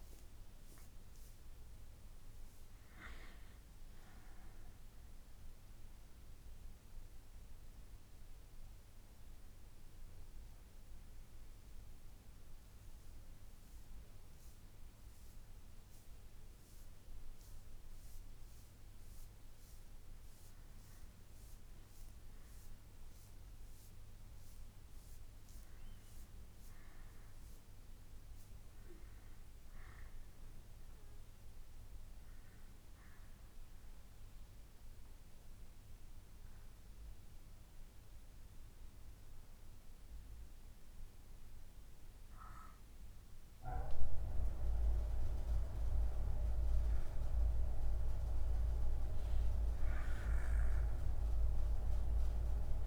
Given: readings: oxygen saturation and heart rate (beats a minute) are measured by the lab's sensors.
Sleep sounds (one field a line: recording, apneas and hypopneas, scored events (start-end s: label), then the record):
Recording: breathing in sleep by a room microphone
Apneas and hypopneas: 2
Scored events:
7.50-18.00 s: obstructive apnea (oxygen 97% before, 91% lowest, heart rate 61 before, 55 extreme, up 7 after)
19.50-23.00 s: arousal
31.00-34.00 s: bradycardia (device-marked, heart rate 64 before, 57 extreme)
33.00-43.50 s: obstructive apnea (oxygen 97% before, 91% lowest, heart rate 67 before, 63 extreme, up 12 after)
46.00-50.00 s: arousal
From the record:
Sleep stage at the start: N2 (light sleep)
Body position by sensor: on the back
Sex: male